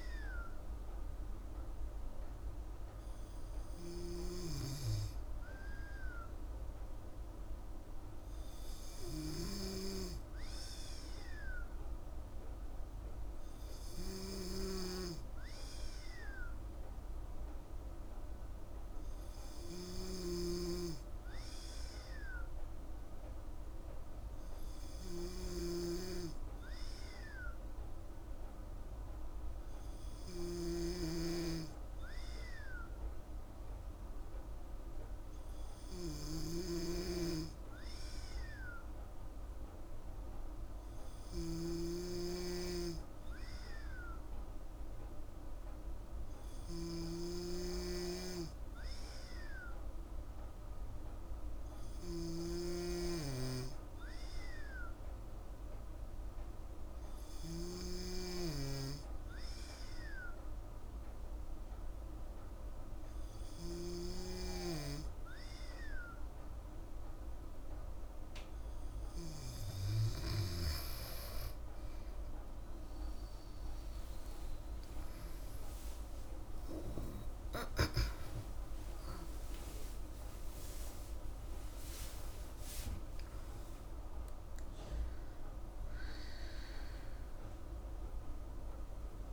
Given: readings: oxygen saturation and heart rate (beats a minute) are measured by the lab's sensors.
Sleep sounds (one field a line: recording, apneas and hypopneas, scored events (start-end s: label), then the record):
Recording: breathing in sleep by a room microphone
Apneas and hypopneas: none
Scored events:
36.50-58.00 s: snoring (device-marked)
74.00-80.00 s: arousal
From the record:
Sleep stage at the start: N2 (light sleep)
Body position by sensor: on the back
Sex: female